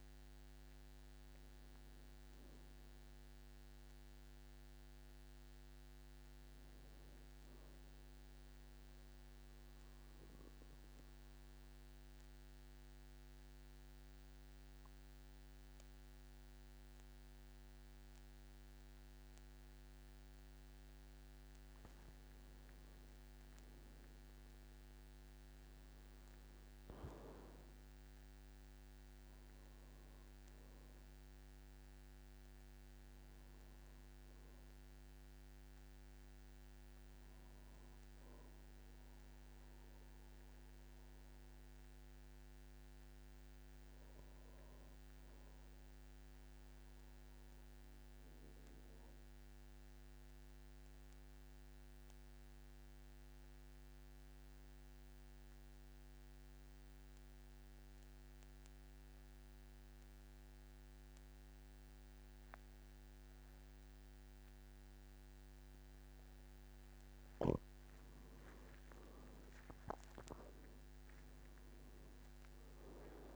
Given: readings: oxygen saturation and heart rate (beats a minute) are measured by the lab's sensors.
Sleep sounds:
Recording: breathing in sleep, hard to hear, by a microphone on the trachea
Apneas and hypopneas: 2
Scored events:
0.00-4.00 s: oxygen desaturation (device-marked, oxygen 89% lowest, heart rate 50 extreme)
4.50-7.00 s: arousal
9.00-21.50 s: central apnea (oxygen 99% before, 89% lowest, heart rate 61 before, 49 extreme, up 13 after)
24.00-28.50 s: arousal
31.00-48.00 s: oxygen desaturation (device-marked, oxygen 99% before, 95% lowest, heart rate 54 before, 49 extreme)
48.00-66.50 s: obstructive apnea (oxygen 99% before, 89% lowest, heart rate 54 before, 50 extreme, up 17 after)
63.00-73.36 s: oxygen desaturation (device-marked, oxygen 98% before, 89% lowest, heart rate 52 before, 48 extreme)
69.50-73.36 s: arousal
From the record:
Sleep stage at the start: N2 (light sleep)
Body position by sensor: on the back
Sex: male

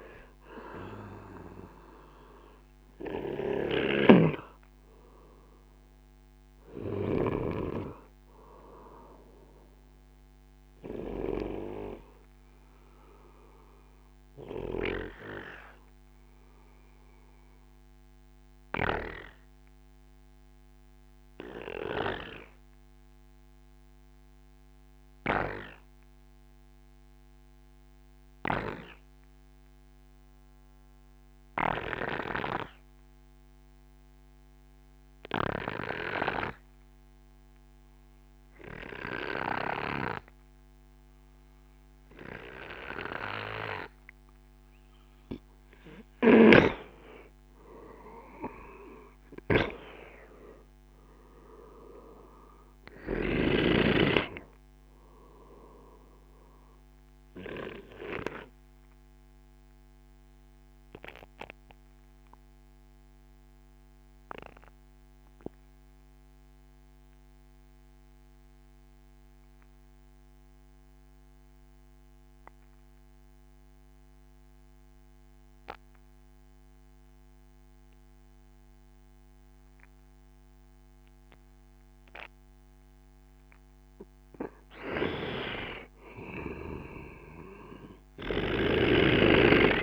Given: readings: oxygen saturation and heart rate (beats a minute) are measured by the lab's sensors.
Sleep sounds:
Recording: breathing in sleep by a microphone on the trachea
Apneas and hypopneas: 2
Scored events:
3.50-7.50 s: snoring (device-marked)
9.50-45.00 s: obstructive apnea (oxygen 98% before, 93% lowest, heart rate 59 before, 54 extreme, up 18 after)
47.00-50.50 s: arousal
58.50-81.50 s: obstructive apnea (oxygen 97% before, 93% lowest, heart rate 65 before, 30 extreme, up 11 after)
85.50-89.83 s: arousal
From the record:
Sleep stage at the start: N2 (light sleep)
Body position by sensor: on the right side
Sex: male

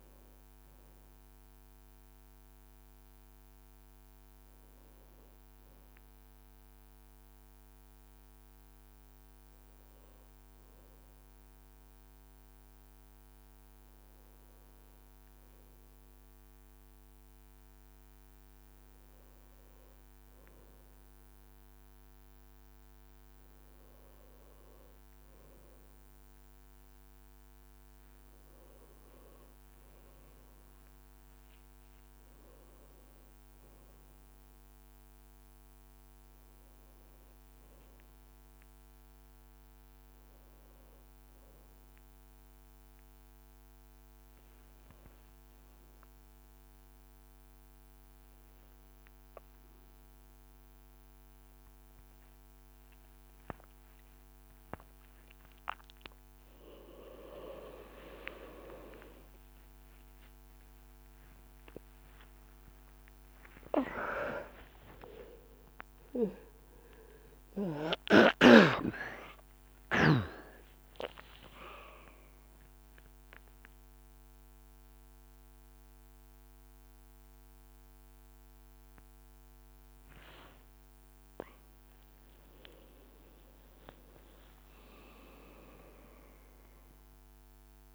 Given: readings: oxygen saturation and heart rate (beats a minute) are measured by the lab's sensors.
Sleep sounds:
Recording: a person partly awake in a sleep study, by a microphone on the trachea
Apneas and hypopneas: 2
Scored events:
4.50-18.00 s: hypopnea (oxygen 96% before, 93% lowest, heart rate 58 before, 56 extreme, up 2 after)
13.50-15.50 s: leg movement (device-marked)
15.50-16.50 s: leg movement (device-marked)
20.50-24.50 s: arousal
21.50-24.50 s: leg movement (device-marked)
42.00-54.00 s: hypopnea (oxygen 96% before, 93% lowest, heart rate 60 before, 59 extreme, up 4 after)
59.50-61.50 s: long interval between heartbeats (device-marked, heart rate 60 before, 63 extreme)
64.00-87.95 s: new sleep stage, awake
65.00-67.00 s: long interval between heartbeats (device-marked, heart rate 61 before, 79 extreme)
67.50-69.50 s: long interval between heartbeats (device-marked, heart rate 63 before, 84 extreme)
From the record:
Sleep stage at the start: N2 (light sleep)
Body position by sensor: on the right side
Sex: male

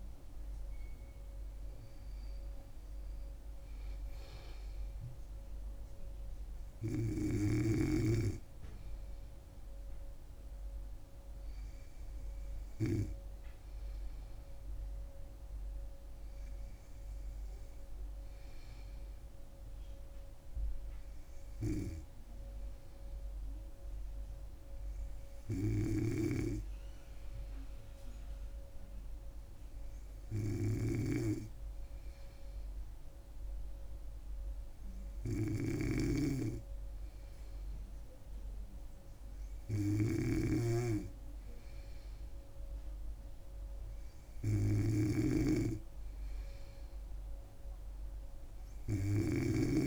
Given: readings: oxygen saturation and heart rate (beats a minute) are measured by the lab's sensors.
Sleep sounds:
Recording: breathing in sleep by a room microphone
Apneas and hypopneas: none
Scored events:
29.50-49.87 s: new sleep stage, N2 (light sleep)
31.00-49.87 s: snoring (device-marked)
From the record:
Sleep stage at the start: N3 (deep sleep)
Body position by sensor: on the back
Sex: female

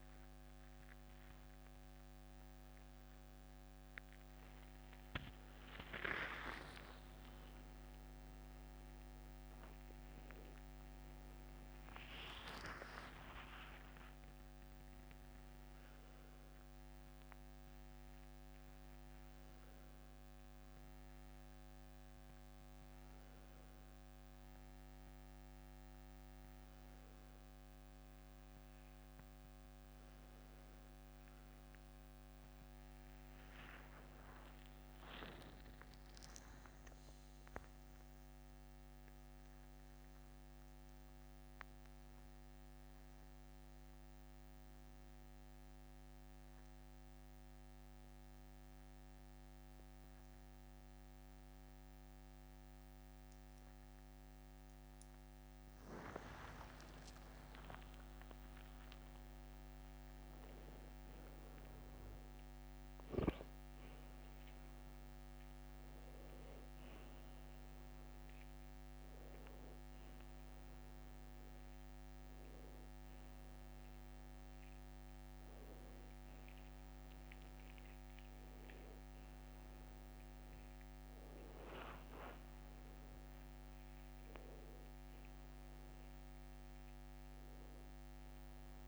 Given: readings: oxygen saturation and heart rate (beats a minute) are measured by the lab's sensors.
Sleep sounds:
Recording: a person awake in a sleep study, by a microphone on the trachea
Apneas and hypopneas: none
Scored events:
0.00-1.50 s: long interval between heartbeats (device-marked, heart rate 106 extreme)
4.50-24.50 s: tachycardia (device-marked, heart rate 63 before, 191 extreme)
10.00-12.00 s: long interval between heartbeats (device-marked, heart rate 93 before, 150 extreme)
12.50-14.50 s: long interval between heartbeats (device-marked, heart rate 107 before, 156 extreme)
15.50-17.50 s: long interval between heartbeats (device-marked, heart rate 120 before, 151 extreme)
19.00-21.00 s: long interval between heartbeats (device-marked, heart rate 129 before, 137 extreme)
21.00-23.00 s: long interval between heartbeats (device-marked, heart rate 131 before, 122 extreme)
23.00-25.00 s: long interval between heartbeats (device-marked, heart rate 134 before, 105 extreme)
25.00-27.00 s: long interval between heartbeats (device-marked, heart rate 136 before, 109 extreme)
34.50-36.50 s: long interval between heartbeats (device-marked, heart rate 113 before, 83 extreme)
39.50-41.50 s: long interval between heartbeats (device-marked, heart rate 96 before, 78 extreme)
46.00-48.00 s: long interval between heartbeats (device-marked, heart rate 83 before, 76 extreme)
55.50-67.50 s: tachycardia (device-marked, heart rate 68 before, 179 extreme)
56.50-58.50 s: long interval between heartbeats (device-marked, heart rate 76 before, 76 extreme)
58.50-60.50 s: long interval between heartbeats (device-marked, heart rate 76 before, 118 extreme)
68.50-70.50 s: long interval between heartbeats (device-marked, heart rate 113 before, 103 extreme)
81.00-83.00 s: long interval between heartbeats (device-marked, heart rate 109 before, 77 extreme)
83.50-85.50 s: long interval between heartbeats (device-marked, heart rate 96 before, 88 extreme)
84.50-88.50 s: tachycardia (device-marked, heart rate 70 before, 104 extreme)
85.50-87.50 s: long interval between heartbeats (device-marked, heart rate 88 before, 85 extreme)
From the record:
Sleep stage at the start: awake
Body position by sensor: on the right side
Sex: male

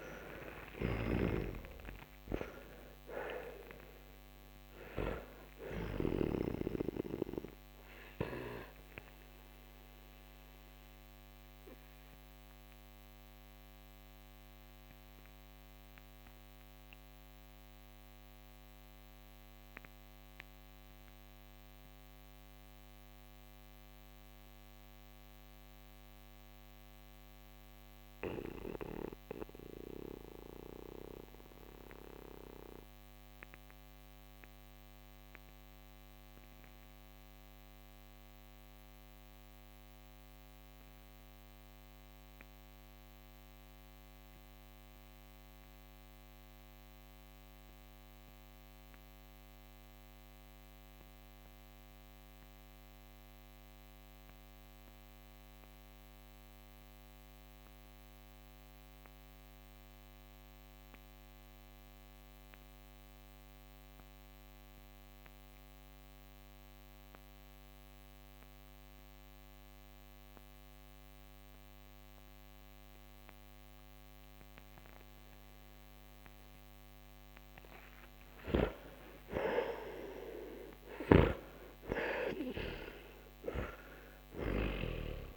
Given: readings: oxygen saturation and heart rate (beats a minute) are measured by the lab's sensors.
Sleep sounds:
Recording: breathing in sleep by a microphone on the trachea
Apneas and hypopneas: 1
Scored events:
0.00-6.00 s: snoring (device-marked)
0.00-6.50 s: oxygen desaturation (device-marked, oxygen 83% lowest, heart rate 39 extreme)
9.00-76.00 s: mixed apnea (oxygen 95% before, 79% lowest, heart rate 69 before, 39 extreme, up 18 after)
13.50-33.50 s: oxygen desaturation (device-marked, oxygen 85% before, 79% lowest, heart rate 70 before, 45 extreme)
63.50-85.37 s: oxygen desaturation (device-marked, oxygen 98% before, 83% lowest, heart rate 56 before, 48 extreme)
77.50-81.50 s: arousal
80.50-85.00 s: snoring (device-marked)
From the record:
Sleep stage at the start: N2 (light sleep)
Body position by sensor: on the back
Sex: male

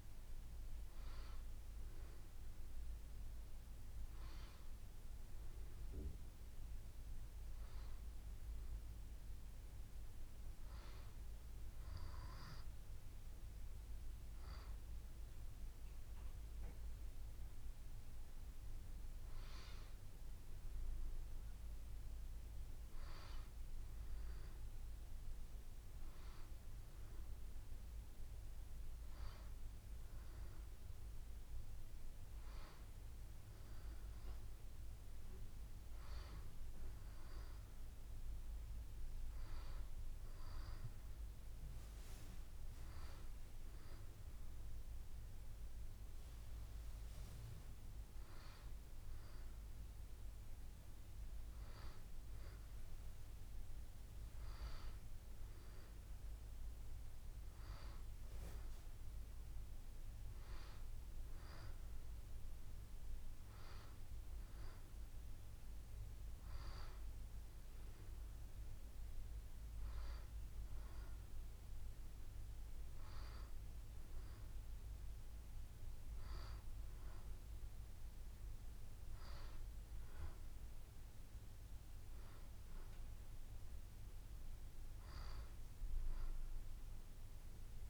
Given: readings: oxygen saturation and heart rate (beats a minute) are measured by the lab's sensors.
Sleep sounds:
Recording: breathing in sleep by a room microphone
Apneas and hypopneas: none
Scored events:
none scored
From the record:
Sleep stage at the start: N2 (light sleep)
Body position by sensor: on the back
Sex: female

